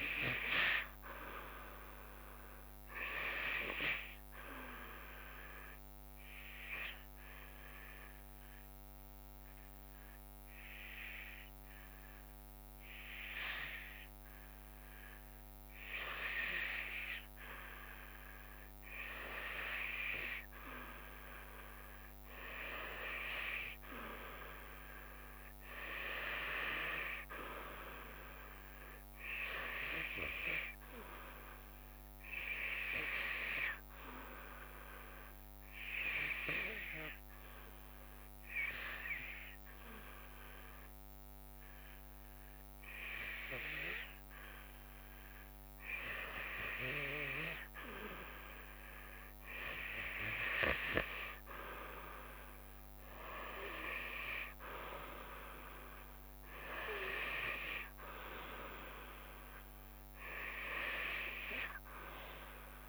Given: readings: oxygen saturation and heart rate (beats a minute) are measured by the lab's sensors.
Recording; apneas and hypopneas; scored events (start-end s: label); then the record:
breathing in sleep by a microphone on the trachea; 2
6.00-16.00 s: obstructive apnea (oxygen 94% before, 90% lowest, heart rate 71 before, 58 extreme, up 13 after)
22.00-37.00 s: oxygen desaturation (device-marked, oxygen 95% before, 91% lowest, heart rate 65 before, 68 extreme)
34.50-45.50 s: obstructive apnea (oxygen 95% before, 90% lowest, heart rate 71 before, 68 extreme, up 12 after)
49.00-53.00 s: arousal
51.00-62.88 s: drop in pulse transit time (device-marked, heart rate 75 before, 79 extreme)
51.00-62.88 s: oxygen desaturation (device-marked, oxygen 93% before, 90% lowest, heart rate 75 before, 67 extreme)
From the record:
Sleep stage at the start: REM sleep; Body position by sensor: on the back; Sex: female